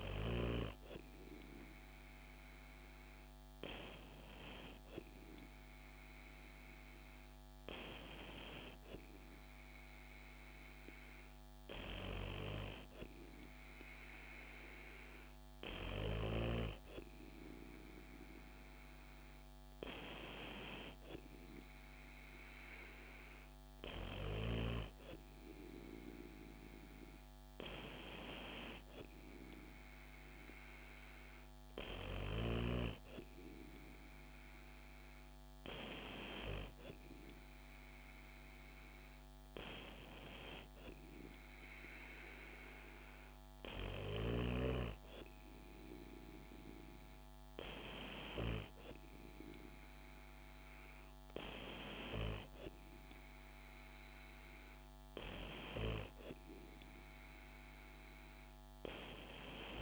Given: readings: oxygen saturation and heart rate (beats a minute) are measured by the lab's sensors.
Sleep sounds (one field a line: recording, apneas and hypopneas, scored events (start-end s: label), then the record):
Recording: breathing in sleep by a microphone on the trachea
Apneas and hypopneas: none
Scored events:
none scored
From the record:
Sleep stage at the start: N2 (light sleep)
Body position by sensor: on the back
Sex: female